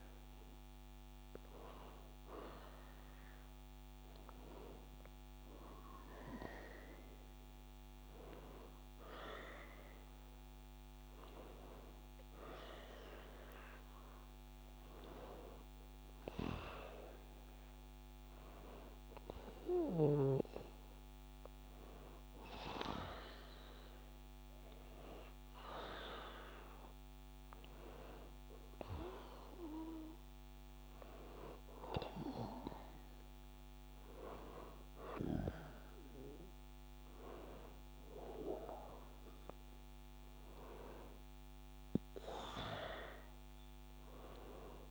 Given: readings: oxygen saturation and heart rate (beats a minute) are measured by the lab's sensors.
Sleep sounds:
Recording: breathing in sleep by a microphone on the trachea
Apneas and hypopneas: none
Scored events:
none scored
From the record:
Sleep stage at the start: N1 (lightest sleep)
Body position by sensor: on the back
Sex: male

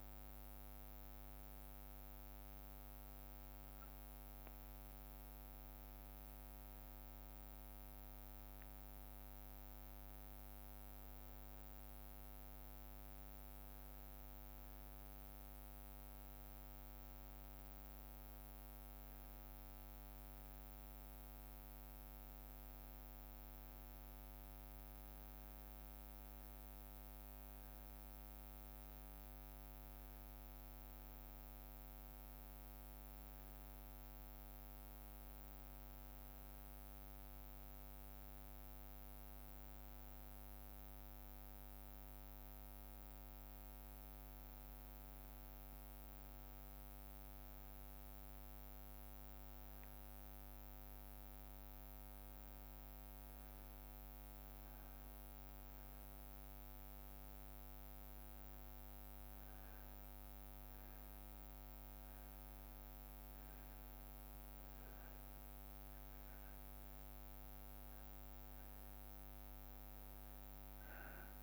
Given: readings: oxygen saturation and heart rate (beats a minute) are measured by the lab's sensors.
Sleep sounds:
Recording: breathing in sleep, hard to hear, by a microphone on the trachea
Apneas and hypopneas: none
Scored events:
13.00-71.43 s: new sleep stage, N2 (light sleep)
From the record:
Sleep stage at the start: N1 (lightest sleep)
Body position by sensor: on the back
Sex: male

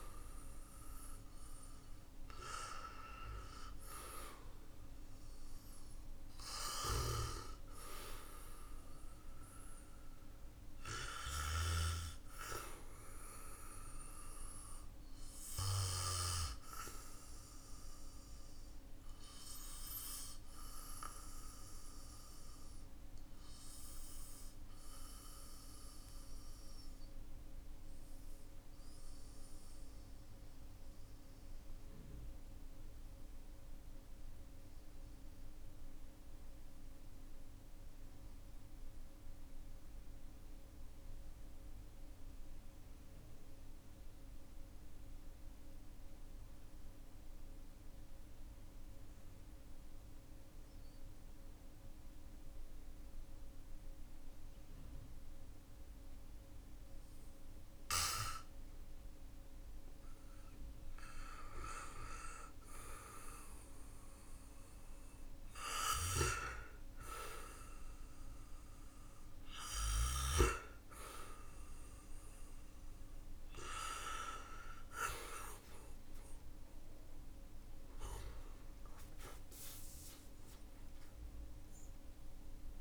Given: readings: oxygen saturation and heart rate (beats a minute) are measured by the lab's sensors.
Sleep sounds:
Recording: breathing in sleep by a room microphone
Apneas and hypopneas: 1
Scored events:
0.00-41.50 s: oxygen desaturation (device-marked, oxygen 91% lowest, heart rate 42 extreme)
6.00-11.00 s: snoring (device-marked)
17.50-60.50 s: obstructive apnea (oxygen 97% before, 91% lowest, heart rate 51 before, 44 extreme, up 2 after)
61.50-66.00 s: arousal
76.50-82.81 s: oxygen desaturation (device-marked, oxygen 96% before, 92% lowest, heart rate 53 before, 45 extreme)
From the record:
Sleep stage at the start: N2 (light sleep)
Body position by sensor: on the back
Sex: male

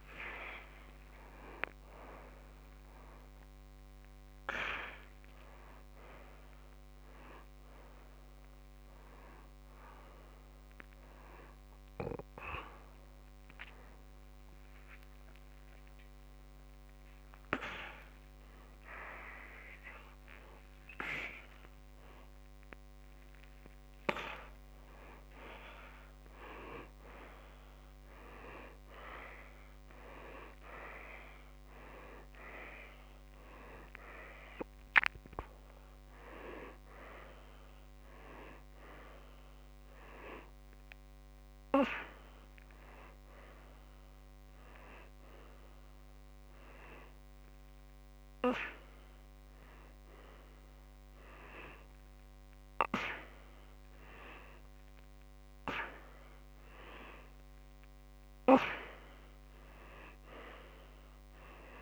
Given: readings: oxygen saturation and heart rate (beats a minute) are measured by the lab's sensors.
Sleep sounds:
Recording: a person awake in a sleep study, by a microphone on the trachea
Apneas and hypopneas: none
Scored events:
none scored
From the record:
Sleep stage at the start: awake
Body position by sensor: upright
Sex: male

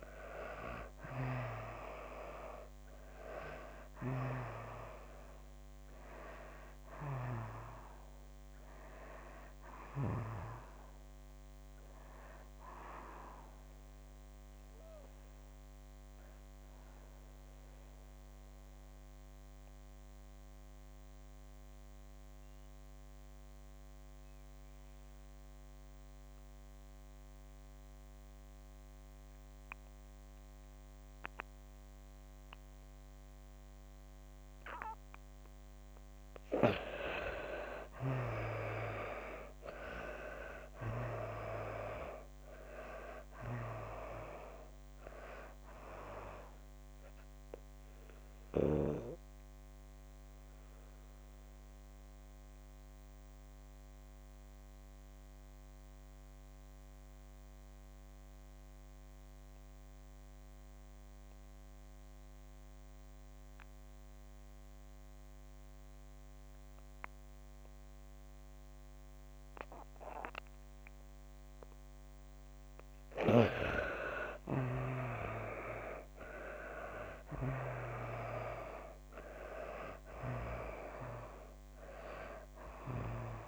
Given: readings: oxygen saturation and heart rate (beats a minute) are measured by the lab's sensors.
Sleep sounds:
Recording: breathing in sleep by a microphone on the trachea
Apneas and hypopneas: 2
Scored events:
0.00-22.00 s: oxygen desaturation (device-marked, oxygen 79% lowest, heart rate 28 extreme)
15.50-35.00 s: mixed apnea (oxygen 95% before, 77% lowest, heart rate 78 before, 48 extreme)
35.00-64.00 s: oxygen desaturation (device-marked, oxygen 98% before, 79% lowest, heart rate 68 before, 68 extreme)
36.50-40.00 s: arousal
46.50-73.00 s: mixed apnea (oxygen 98% before, 77% lowest, heart rate 97 before, 68 extreme, up 49 after)
66.00-83.48 s: oxygen desaturation (device-marked, oxygen 98% before, 77% lowest, heart rate 114 before, 70 extreme)
74.50-78.00 s: arousal
From the record:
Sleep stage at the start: N2 (light sleep)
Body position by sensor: on the back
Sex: female

